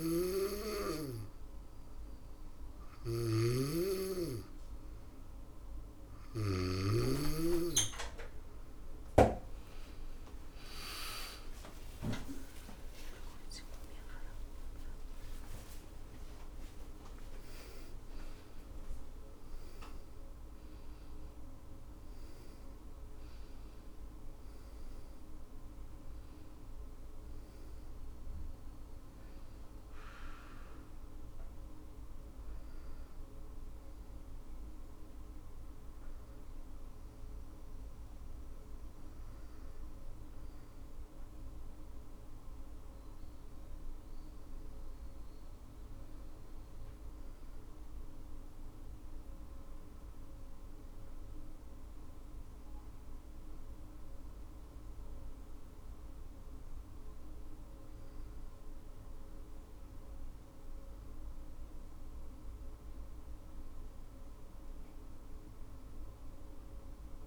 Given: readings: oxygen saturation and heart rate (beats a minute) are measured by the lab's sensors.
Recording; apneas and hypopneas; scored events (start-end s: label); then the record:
breathing in sleep by a room microphone; none
0.00-5.50 s: snoring (device-marked)
9.00-14.00 s: arousal
15.50-29.50 s: drop in pulse transit time (device-marked, heart rate 67 before, 85 extreme)
From the record:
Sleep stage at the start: N2 (light sleep); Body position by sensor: on the back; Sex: female